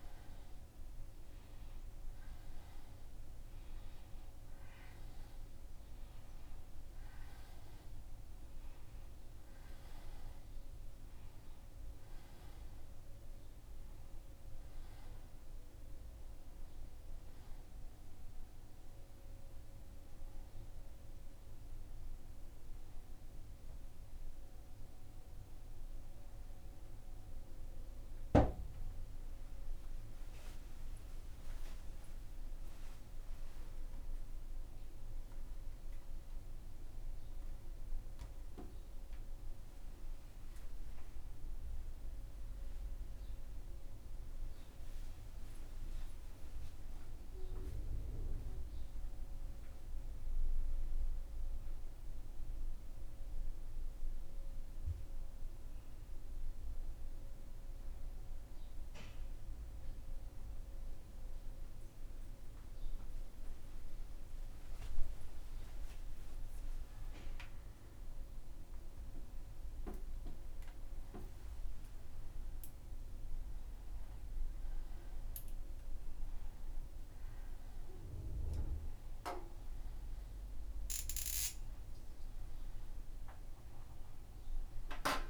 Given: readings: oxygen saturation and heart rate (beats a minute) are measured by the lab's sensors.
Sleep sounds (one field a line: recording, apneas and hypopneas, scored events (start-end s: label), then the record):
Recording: breathing in sleep, hard to hear, by a room microphone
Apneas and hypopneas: 1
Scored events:
30.00-35.00 s: arousal
33.00-51.00 s: oxygen desaturation (device-marked, oxygen 95% before, 88% lowest, heart rate 83 before, 79 extreme)
37.50-68.50 s: obstructive apnea (oxygen 95% before, 88% lowest, heart rate 82 before, 79 extreme, up 4 after)
70.50-75.50 s: arousal
From the record:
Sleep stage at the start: N1 (lightest sleep)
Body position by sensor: on the back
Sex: male